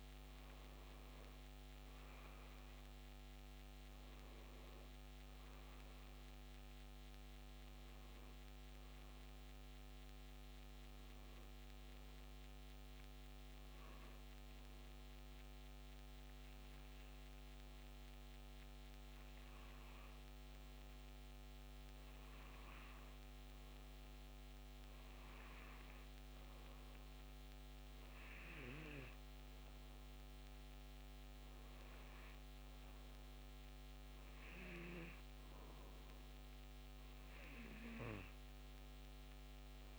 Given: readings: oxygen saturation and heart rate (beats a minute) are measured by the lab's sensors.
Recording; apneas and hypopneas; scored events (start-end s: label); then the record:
breathing in sleep, hard to hear, by a microphone on the trachea; 1
0.00-14.00 s: oxygen desaturation (device-marked, oxygen 90% lowest, heart rate 74 extreme)
2.00-39.99 s: new sleep stage, N2 (light sleep)
2.50-7.50 s: arousal
12.00-23.50 s: hypopnea (oxygen 97% before, 89% lowest, heart rate 73 before, 72 extreme, up 4 after)
26.00-30.00 s: arousal
29.00-38.00 s: oxygen desaturation (device-marked, oxygen 94% before, 89% lowest, heart rate 76 before, 72 extreme)
From the record:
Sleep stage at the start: N1 (lightest sleep); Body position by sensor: on the back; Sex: male